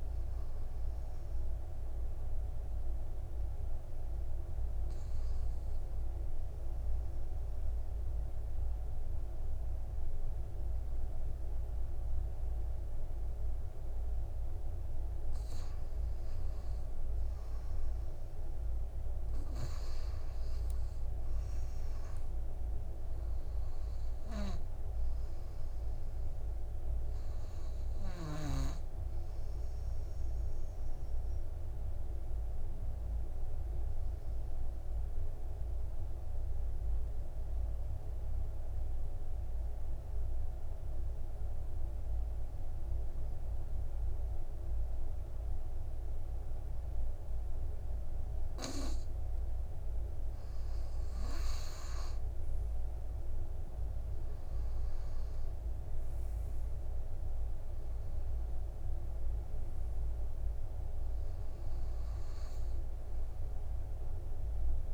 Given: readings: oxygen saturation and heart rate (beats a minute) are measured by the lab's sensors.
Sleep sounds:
breathing in sleep, hard to hear, by a room microphone; 2
0.00-24.00 s: oxygen desaturation (device-marked, oxygen 91% lowest, heart rate 55 extreme)
1.00-16.00 s: obstructive apnea (oxygen 100% before, 90% lowest, heart rate 58 before, 55 extreme, up 5 after)
19.00-23.00 s: arousal
29.00-45.00 s: oxygen desaturation (device-marked, oxygen 95% before, 90% lowest, heart rate 58 before, 59 extreme)
31.00-50.00 s: obstructive apnea (oxygen 95% before, 90% lowest, heart rate 59 before, 59 extreme, up 7 after)
53.00-57.00 s: arousal
From the record:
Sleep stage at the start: REM sleep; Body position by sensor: on the back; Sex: male

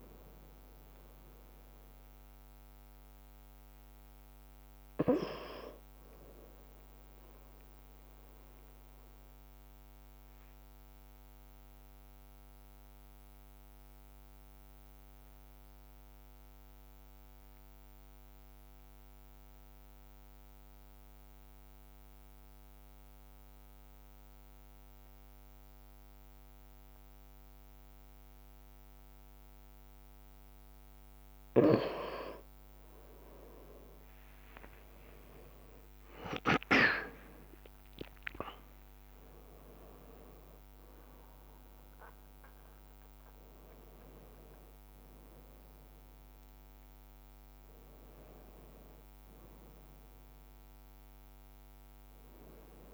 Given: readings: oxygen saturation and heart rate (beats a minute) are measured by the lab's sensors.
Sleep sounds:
breathing in sleep by a microphone on the trachea; 1
7.50-29.00 s: obstructive apnea (oxygen 98% before, 95% lowest, heart rate 58 before, 54 extreme, up 2 after)
15.50-18.00 s: leg movement (device-marked)
32.50-37.50 s: arousal
35.50-46.00 s: leg movement (device-marked)
From the record:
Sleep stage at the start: N2 (light sleep); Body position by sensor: on the right side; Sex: male

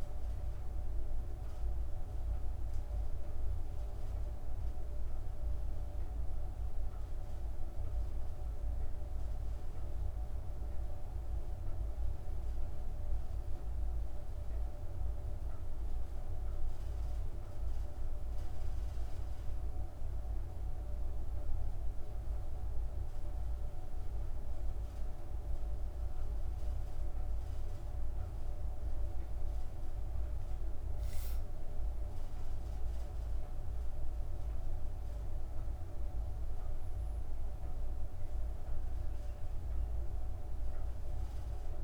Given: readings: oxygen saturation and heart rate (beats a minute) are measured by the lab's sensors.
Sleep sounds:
breathing in sleep, hard to hear, by a room microphone; none
none scored
From the record:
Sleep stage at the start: N1 (lightest sleep); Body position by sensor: on the back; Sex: female

